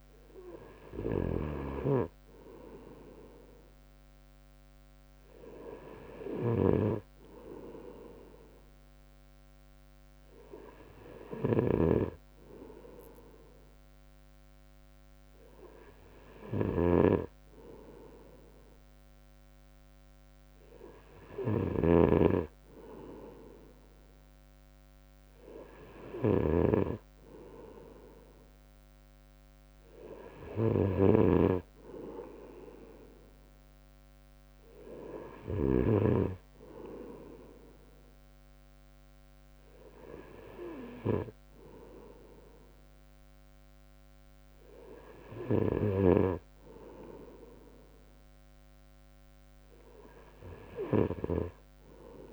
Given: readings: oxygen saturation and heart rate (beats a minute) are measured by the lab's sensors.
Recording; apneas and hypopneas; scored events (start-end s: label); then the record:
breathing in sleep by a microphone on the trachea; none
none scored
From the record:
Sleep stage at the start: N2 (light sleep); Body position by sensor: on the right side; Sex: male